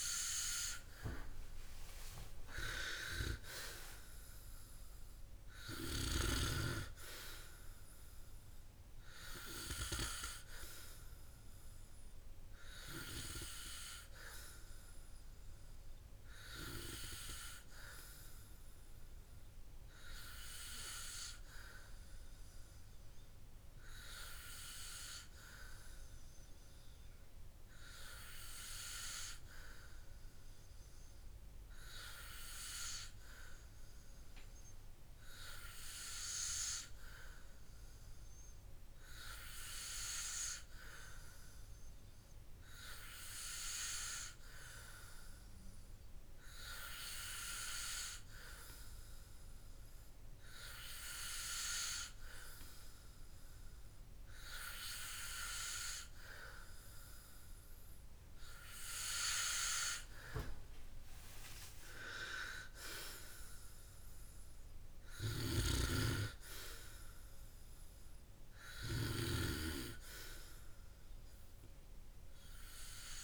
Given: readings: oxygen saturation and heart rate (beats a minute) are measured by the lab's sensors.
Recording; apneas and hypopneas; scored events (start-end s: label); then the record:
breathing in sleep by a room microphone; none
none scored
From the record:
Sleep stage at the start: N2 (light sleep); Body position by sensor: on the back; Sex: male